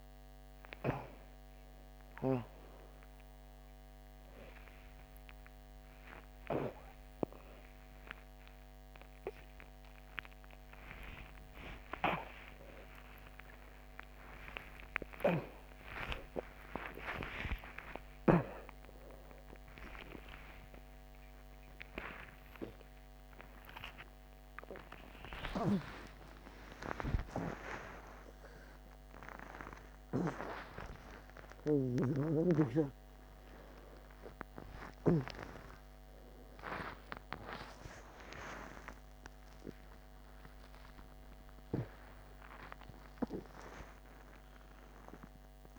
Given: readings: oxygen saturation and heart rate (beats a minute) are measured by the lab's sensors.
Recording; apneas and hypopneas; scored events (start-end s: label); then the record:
a person awake in a sleep study, by a microphone on the trachea; none
none scored
From the record:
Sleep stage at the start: awake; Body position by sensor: on the back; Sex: female